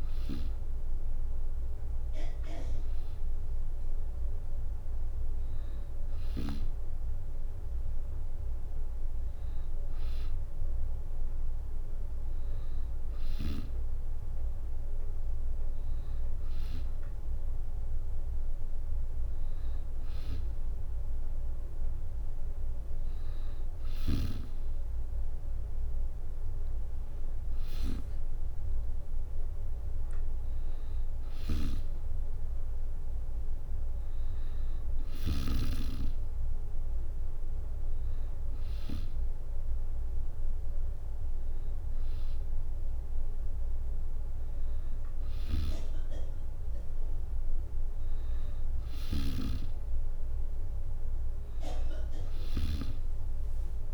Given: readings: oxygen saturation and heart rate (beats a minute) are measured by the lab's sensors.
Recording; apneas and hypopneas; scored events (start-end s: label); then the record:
breathing in sleep by a room microphone; none
0.00-9.00 s: oxygen desaturation (device-marked, oxygen 91% lowest, heart rate 67 extreme)
11.50-15.50 s: arousal
31.00-35.00 s: snoring (device-marked)
44.00-53.94 s: new sleep stage, N3 (deep sleep)
45.00-53.94 s: snoring (device-marked)
From the record:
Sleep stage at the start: N2 (light sleep); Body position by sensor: on the back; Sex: female